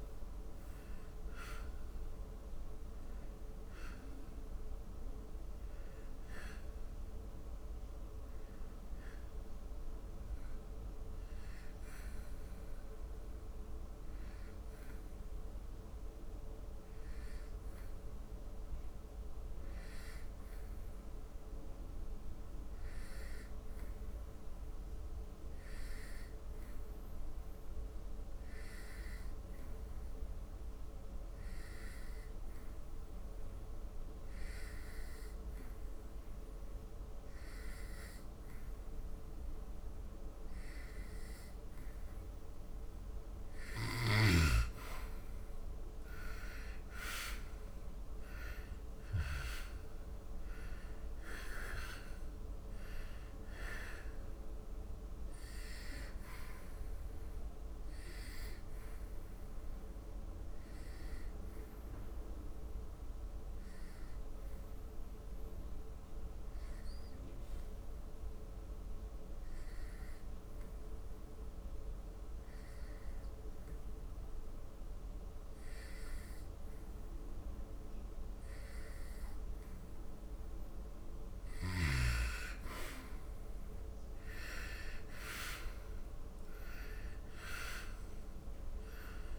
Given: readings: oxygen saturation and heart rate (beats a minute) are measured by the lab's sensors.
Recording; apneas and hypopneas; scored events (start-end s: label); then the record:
breathing in sleep by a room microphone; 2
0.00-20.50 s: oxygen desaturation (device-marked, oxygen 86% lowest, heart rate 68 extreme)
9.50-42.00 s: obstructive apnea (oxygen 96% before, 85% lowest, heart rate 77 before, 69 extreme, up 10 after)
35.50-70.50 s: oxygen desaturation (device-marked, oxygen 98% before, 85% lowest, heart rate 75 before, 69 extreme)
45.00-50.00 s: arousal
58.50-79.50 s: obstructive apnea (oxygen 98% before, 84% lowest, heart rate 76 before, 70 extreme, up 5 after)
79.50-89.39 s: oxygen desaturation (device-marked, oxygen 98% before, 86% lowest, heart rate 74 before, 70 extreme)
81.50-87.00 s: arousal
From the record:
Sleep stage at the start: N2 (light sleep); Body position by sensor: on the back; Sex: male